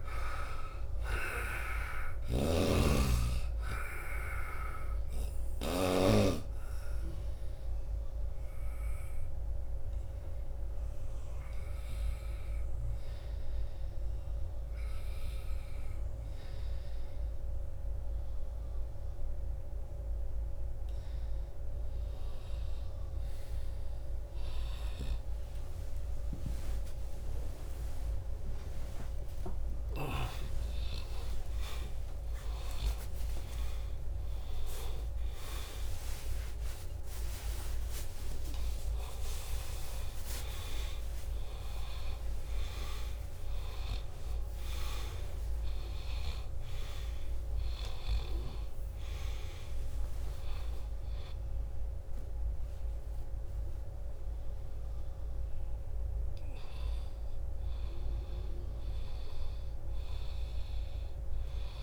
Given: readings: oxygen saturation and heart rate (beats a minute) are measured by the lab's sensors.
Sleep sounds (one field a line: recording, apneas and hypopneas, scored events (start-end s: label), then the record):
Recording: a person awake in a sleep study, by a room microphone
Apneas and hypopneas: 1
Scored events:
0.00-5.50 s: snoring (device-marked)
0.00-17.00 s: oxygen desaturation (device-marked, oxygen 74% lowest, heart rate 72 extreme)
4.00-14.50 s: hypopnea (oxygen 97% before, 74% lowest, heart rate 78 before, 88 extreme, up 19 after)
9.00-61.83 s: new sleep stage, awake
21.50-23.50 s: long interval between heartbeats (device-marked, heart rate 88 before, 100 extreme)
25.50-27.50 s: long interval between heartbeats (device-marked, heart rate 93 before, 127 extreme)
31.50-33.50 s: long interval between heartbeats (device-marked, heart rate 102 before, 104 extreme)
37.00-39.00 s: long interval between heartbeats (device-marked, heart rate 107 before, 106 extreme)
From the record:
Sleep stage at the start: N2 (light sleep)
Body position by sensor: on the back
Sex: male